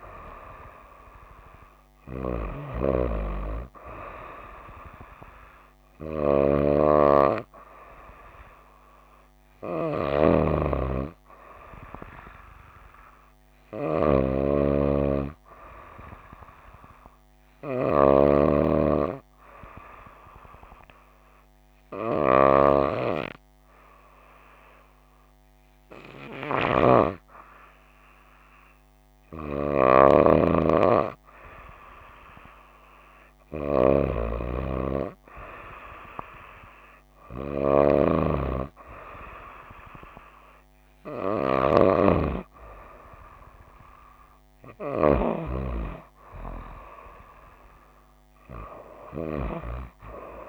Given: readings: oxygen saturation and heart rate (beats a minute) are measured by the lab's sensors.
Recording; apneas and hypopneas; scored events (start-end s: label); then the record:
breathing in sleep by a microphone on the trachea; 1
19.00-32.00 s: hypopnea (oxygen 95% before, 94% lowest, heart rate 62 before, 58 extreme, up 3 after)
36.00-39.50 s: arousal
From the record:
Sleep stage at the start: N2 (light sleep); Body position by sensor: on the right side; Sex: female